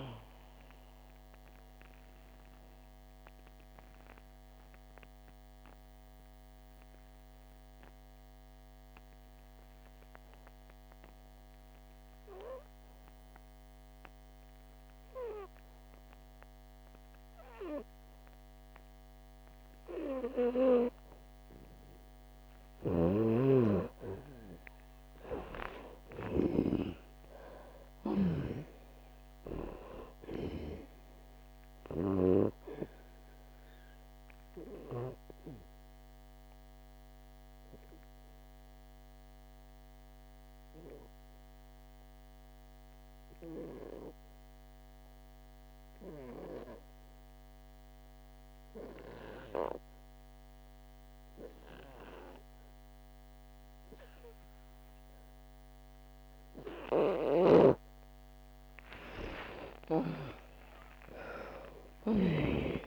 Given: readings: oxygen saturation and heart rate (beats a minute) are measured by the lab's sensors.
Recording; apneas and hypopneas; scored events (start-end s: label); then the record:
breathing in sleep by a microphone on the trachea; 2
0.00-21.50 s: oxygen desaturation (device-marked, oxygen 87% lowest, heart rate 56 extreme)
3.50-22.50 s: obstructive apnea (oxygen 98% before, 85% lowest, heart rate 78 before, 56 extreme)
23.00-27.00 s: snoring (device-marked)
23.50-53.50 s: oxygen desaturation (device-marked, oxygen 99% before, 87% lowest, heart rate 64 before, 58 extreme)
25.00-29.00 s: arousal
36.00-58.00 s: obstructive apnea (oxygen 99% before, 83% lowest, heart rate 88 before, 56 extreme, up 32 after)
58.50-62.87 s: oxygen desaturation (device-marked, oxygen 97% before, 83% lowest, heart rate 66 before, 56 extreme)
59.50-62.87 s: arousal
From the record:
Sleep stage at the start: N2 (light sleep); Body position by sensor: on the back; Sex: female